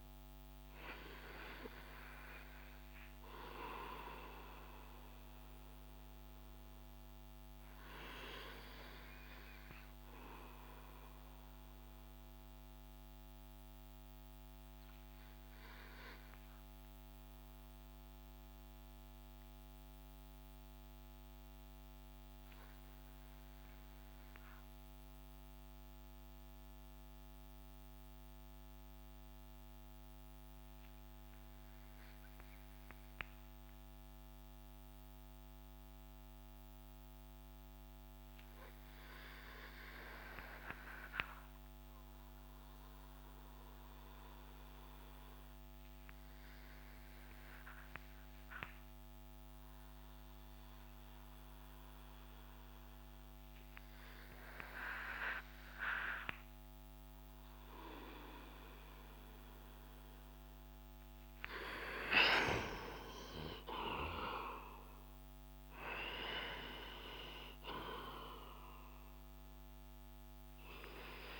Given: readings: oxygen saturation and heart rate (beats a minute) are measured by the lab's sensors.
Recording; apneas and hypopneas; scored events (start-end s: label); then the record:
breathing in sleep by a microphone on the trachea; 1
0.00-6.50 s: oxygen desaturation (device-marked, oxygen 91% lowest)
2.00-61.50 s: obstructive apnea (oxygen 96% before, 88% lowest)
14.50-26.50 s: oxygen desaturation (device-marked, oxygen 93% before, 88% lowest)
54.50-71.40 s: oxygen desaturation (device-marked, oxygen 96% before, 88% lowest)
62.00-65.50 s: arousal
From the record:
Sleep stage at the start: N2 (light sleep); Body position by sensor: on the back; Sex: male